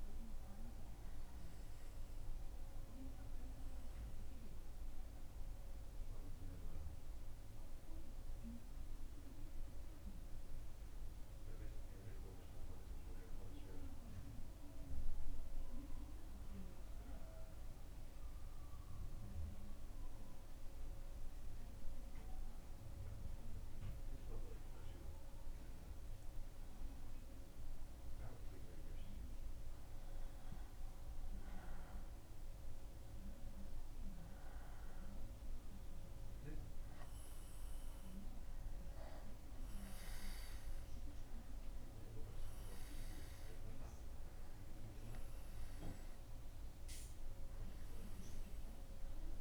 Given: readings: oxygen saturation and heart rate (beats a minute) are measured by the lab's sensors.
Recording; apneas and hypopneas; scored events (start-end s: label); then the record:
breathing in sleep, hard to hear, by a room microphone; 1
6.00-25.00 s: mixed apnea (oxygen 97% before, 94% lowest, heart rate 76 before, 74 extreme, up 3 after)
26.50-32.00 s: arousal
From the record:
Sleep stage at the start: N2 (light sleep); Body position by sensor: on the back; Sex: male